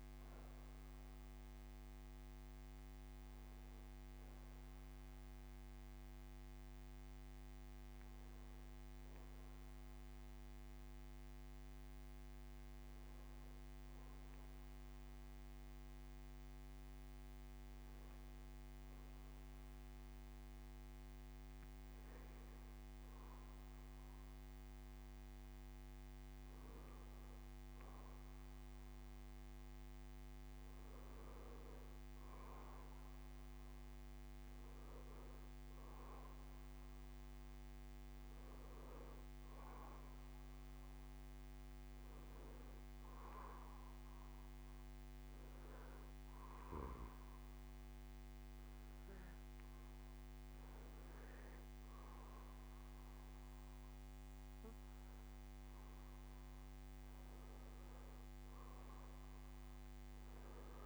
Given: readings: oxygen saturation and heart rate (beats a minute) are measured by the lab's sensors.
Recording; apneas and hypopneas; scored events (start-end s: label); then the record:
breathing in sleep, hard to hear, by a microphone on the trachea; 2
1.50-3.50 s: bradycardia (device-marked, heart rate 68 before, 65 extreme)
6.00-25.50 s: hypopnea (oxygen 91% before, 89% lowest, heart rate 69 before, 47 extreme, up 21 after)
19.50-27.50 s: bradycardia (device-marked, heart rate 68 before, 47 extreme)
29.50-33.00 s: arousal
29.50-51.50 s: oxygen desaturation (device-marked, oxygen 95% before, 91% lowest, heart rate 61 before, 55 extreme)
44.00-55.50 s: hypopnea (oxygen 96% before, 89% lowest, heart rate 66 before, 57 extreme, up 22 after)
45.50-47.50 s: bradycardia (device-marked, heart rate 68 before, 65 extreme)
57.50-60.86 s: arousal
From the record:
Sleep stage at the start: N2 (light sleep); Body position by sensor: on the back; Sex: male